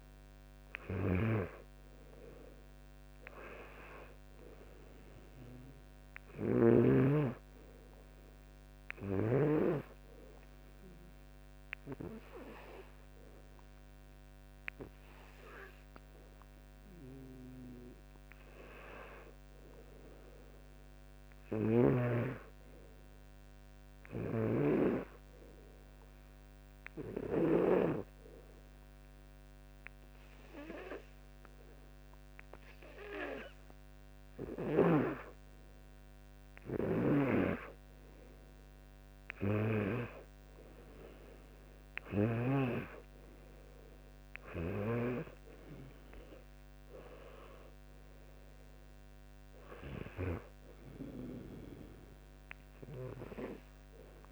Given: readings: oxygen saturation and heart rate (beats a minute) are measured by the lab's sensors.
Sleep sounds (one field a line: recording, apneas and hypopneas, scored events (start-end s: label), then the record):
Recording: breathing in sleep by a microphone on the trachea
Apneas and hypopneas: 1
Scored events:
1.00-7.00 s: snoring (device-marked)
24.00-28.00 s: snoring (device-marked)
24.50-35.00 s: obstructive apnea (oxygen 98% before, 94% lowest, heart rate 60 before, 58 extreme, up 8 after)
37.00-42.50 s: snoring (device-marked)
38.50-41.00 s: arousal
From the record:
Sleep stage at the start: N2 (light sleep)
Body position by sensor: on the back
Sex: male